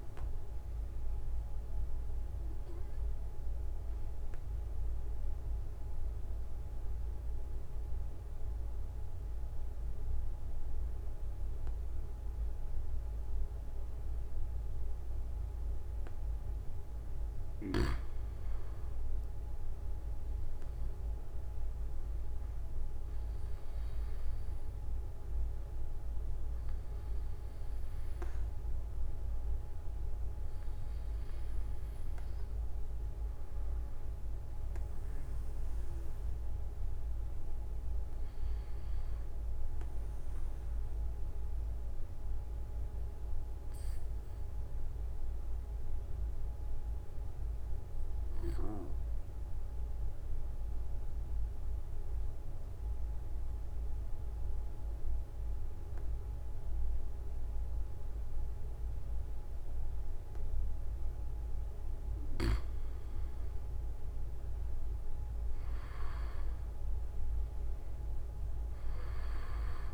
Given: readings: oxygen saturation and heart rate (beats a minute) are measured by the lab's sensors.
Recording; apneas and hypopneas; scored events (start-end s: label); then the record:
breathing in sleep, hard to hear, by a room microphone; 2
0.00-11.50 s: oxygen desaturation (device-marked, oxygen 91% lowest)
0.50-17.00 s: obstructive apnea (oxygen 95% before, 91% lowest)
19.50-24.00 s: arousal
20.50-22.50 s: long interval between heartbeats (device-marked)
41.00-60.50 s: obstructive apnea (oxygen 96% before, 92% lowest)
42.50-69.94 s: new sleep stage, N2 (light sleep)
43.00-45.00 s: long interval between heartbeats (device-marked)
47.00-49.00 s: long interval between heartbeats (device-marked)
52.50-54.50 s: long interval between heartbeats (device-marked)
61.50-63.50 s: long interval between heartbeats (device-marked)
64.00-68.50 s: arousal
From the record:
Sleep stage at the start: REM sleep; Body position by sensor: on the back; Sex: male